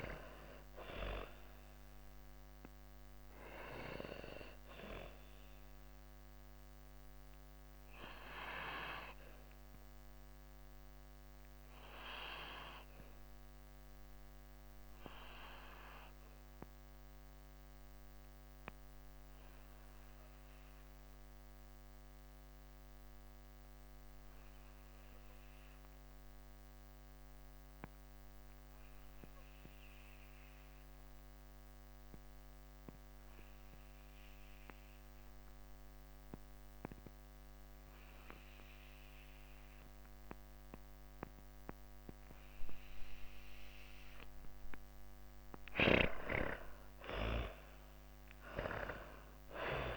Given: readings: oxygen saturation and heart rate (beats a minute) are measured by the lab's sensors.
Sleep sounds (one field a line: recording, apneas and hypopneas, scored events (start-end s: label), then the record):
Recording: breathing in sleep by a microphone on the trachea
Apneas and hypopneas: 1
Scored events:
0.00-21.00 s: oxygen desaturation (device-marked, oxygen 83% lowest)
6.50-42.50 s: obstructive apnea (oxygen 98% before, 81% lowest)
37.00-49.97 s: oxygen desaturation (device-marked, oxygen 98% before, 81% lowest)
44.50-49.97 s: arousal
From the record:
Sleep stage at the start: N2 (light sleep)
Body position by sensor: on the back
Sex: female